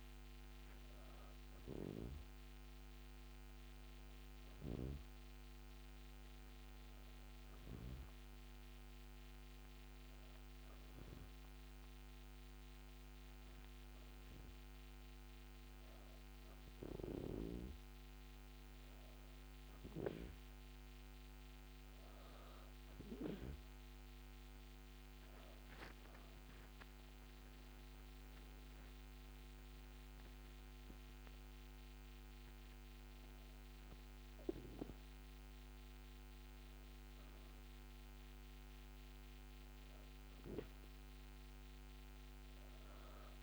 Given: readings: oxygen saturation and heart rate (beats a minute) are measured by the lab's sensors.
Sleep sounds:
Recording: breathing in sleep by a microphone on the trachea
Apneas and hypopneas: none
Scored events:
27.50-31.50 s: arousal
From the record:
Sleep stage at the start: N2 (light sleep)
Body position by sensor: on the back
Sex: female

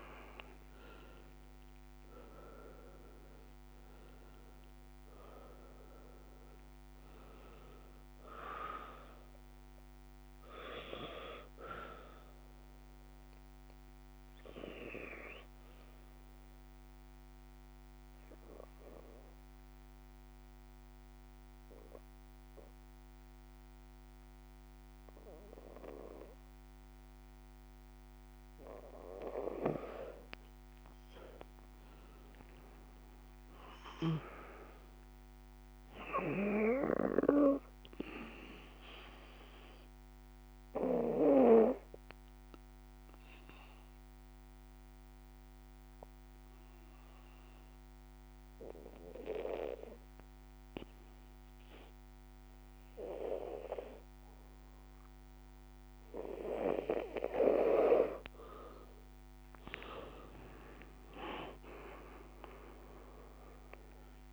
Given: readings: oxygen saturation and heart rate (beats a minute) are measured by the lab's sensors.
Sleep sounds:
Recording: breathing in sleep by a microphone on the trachea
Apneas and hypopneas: 2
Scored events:
2.00-31.00 s: oxygen desaturation (device-marked, oxygen 97% before, 82% lowest, heart rate 76 before, 57 extreme)
11.00-30.50 s: obstructive apnea (oxygen 97% before, 82% lowest, heart rate 83 before, 58 extreme, up 9 after)
31.50-35.00 s: arousal
40.50-57.50 s: obstructive apnea (oxygen 97% before, 84% lowest, heart rate 67 before, 57 extreme, up 10 after)
48.00-59.00 s: oxygen desaturation (device-marked, oxygen 94% before, 87% lowest, heart rate 66 before, 57 extreme)
60.50-64.33 s: arousal
From the record:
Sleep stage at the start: N2 (light sleep)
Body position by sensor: on the back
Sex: female

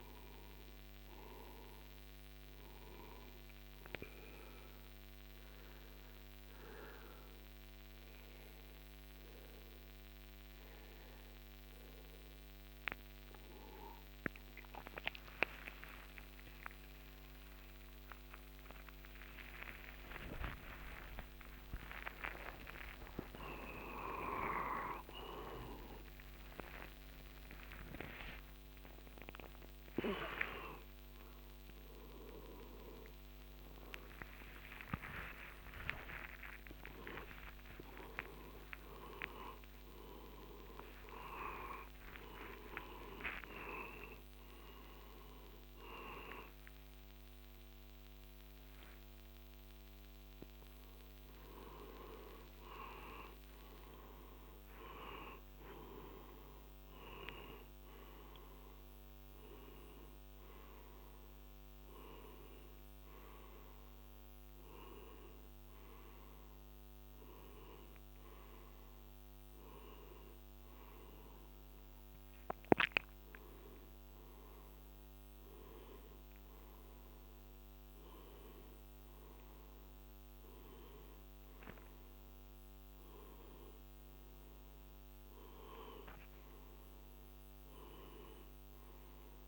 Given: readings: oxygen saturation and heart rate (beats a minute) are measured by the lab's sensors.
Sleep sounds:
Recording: a person awake in a sleep study, by a microphone on the trachea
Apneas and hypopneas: 1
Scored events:
2.00-32.00 s: new sleep stage, N1 (lightest sleep)
2.50-13.00 s: hypopnea (oxygen 93% before, 91% lowest, heart rate 61 before, 59 extreme, up 21 after)
32.00-89.48 s: new sleep stage, awake
From the record:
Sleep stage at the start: N2 (light sleep)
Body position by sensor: on the back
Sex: male

